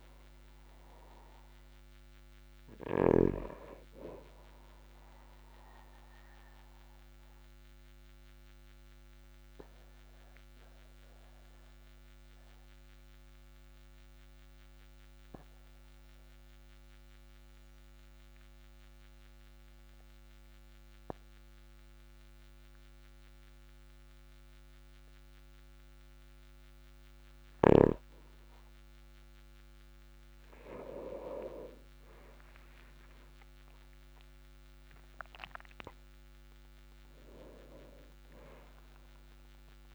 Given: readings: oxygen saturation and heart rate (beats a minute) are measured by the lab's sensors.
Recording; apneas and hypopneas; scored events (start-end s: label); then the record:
breathing in sleep by a microphone on the trachea; 1
6.50-26.00 s: obstructive apnea (oxygen 99% before, 95% lowest, heart rate 48 before, 44 extreme, up 7 after)
29.50-32.50 s: arousal
From the record:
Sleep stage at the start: N2 (light sleep); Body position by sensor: on the back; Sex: male